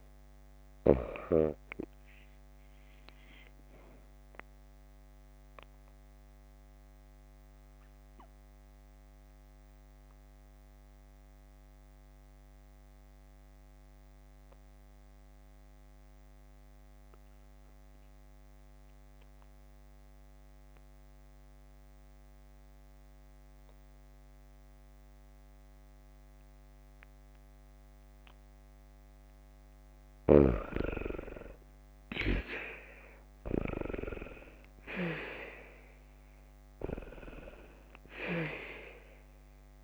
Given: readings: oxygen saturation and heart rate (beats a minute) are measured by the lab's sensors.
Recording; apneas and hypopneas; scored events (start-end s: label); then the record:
breathing in sleep by a microphone on the trachea; 1
0.00-3.00 s: oxygen desaturation (device-marked, oxygen 91% lowest, heart rate 50 extreme)
3.50-29.50 s: obstructive apnea (oxygen 95% before, 90% lowest, heart rate 56 before, 48 extreme, up 25 after)
31.00-35.00 s: arousal
37.00-39.84 s: oxygen desaturation (device-marked, oxygen 95% before, 90% lowest, heart rate 57 before, 51 extreme)
From the record:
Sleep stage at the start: N2 (light sleep); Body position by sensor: on the back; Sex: female